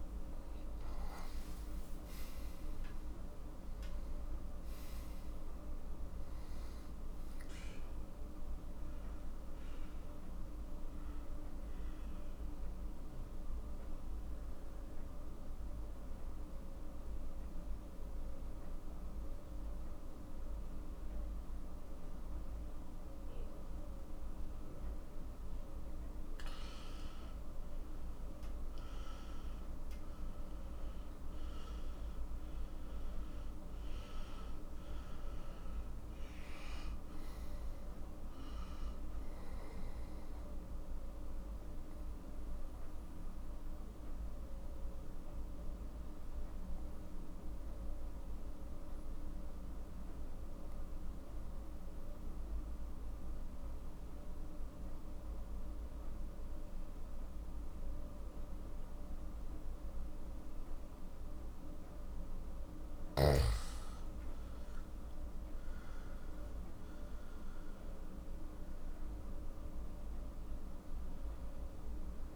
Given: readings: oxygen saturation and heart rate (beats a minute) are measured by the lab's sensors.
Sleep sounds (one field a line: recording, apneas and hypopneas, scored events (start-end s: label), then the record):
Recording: breathing in sleep, hard to hear, by a room microphone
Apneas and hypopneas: 2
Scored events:
0.00-3.50 s: oxygen desaturation (device-marked, oxygen 94% lowest, heart rate 42 extreme)
8.50-24.00 s: obstructive apnea (oxygen 98% before, 90% lowest, heart rate 69 before, 42 extreme, up 17 after)
17.50-72.36 s: new sleep stage, N2 (light sleep)
26.50-30.50 s: arousal
30.50-51.50 s: oxygen desaturation (device-marked, oxygen 96% before, 90% lowest, heart rate 48 before, 44 extreme)
41.50-62.50 s: obstructive apnea (oxygen 97% before, 90% lowest, heart rate 53 before, 45 extreme, up 9 after)
64.50-68.00 s: arousal
65.50-72.36 s: oxygen desaturation (device-marked, oxygen 98% before, 91% lowest, heart rate 47 before, 46 extreme)
From the record:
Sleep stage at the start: N1 (lightest sleep)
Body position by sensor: on the back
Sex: male